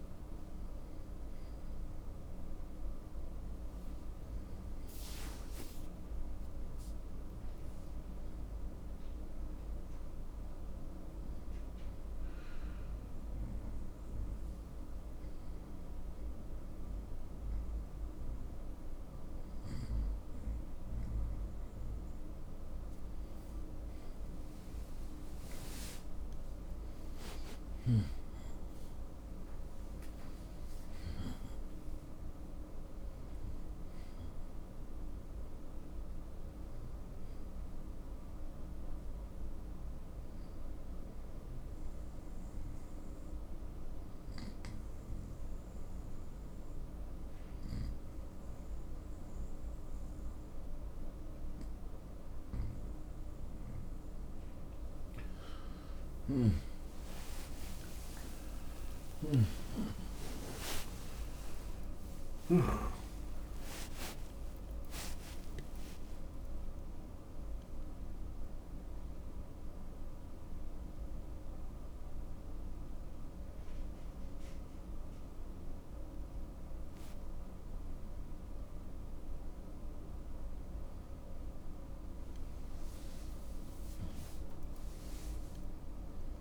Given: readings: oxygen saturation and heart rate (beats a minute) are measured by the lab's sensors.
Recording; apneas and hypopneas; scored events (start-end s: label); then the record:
breathing in sleep, hard to hear, by a room microphone; 2
6.00-21.00 s: obstructive apnea (oxygen 92% before, 85% lowest, heart rate 83 before, 75 extreme, up 11 after)
25.00-30.00 s: arousal
40.00-53.50 s: obstructive apnea (oxygen 92% before, 85% lowest, heart rate 92 before, 63 extreme, up 31 after)
57.50-64.50 s: arousal
62.50-85.50 s: oxygen desaturation (device-marked, oxygen 95% before, 85% lowest, heart rate 77 before, 82 extreme)
From the record:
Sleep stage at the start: N1 (lightest sleep); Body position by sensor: on the right side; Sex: male